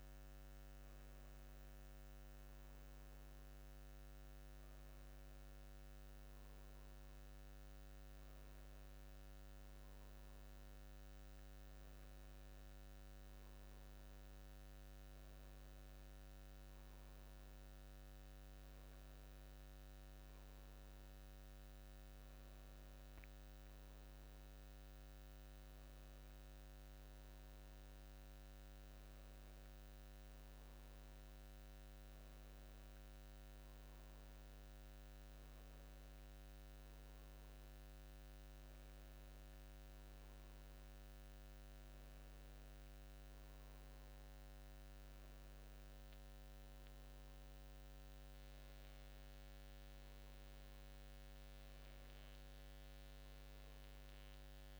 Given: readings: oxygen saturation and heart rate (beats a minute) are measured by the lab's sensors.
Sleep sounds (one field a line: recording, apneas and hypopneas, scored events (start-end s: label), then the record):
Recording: breathing in sleep, hard to hear, by a microphone on the trachea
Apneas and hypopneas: none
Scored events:
none scored
From the record:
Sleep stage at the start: N2 (light sleep)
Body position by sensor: on the back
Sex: male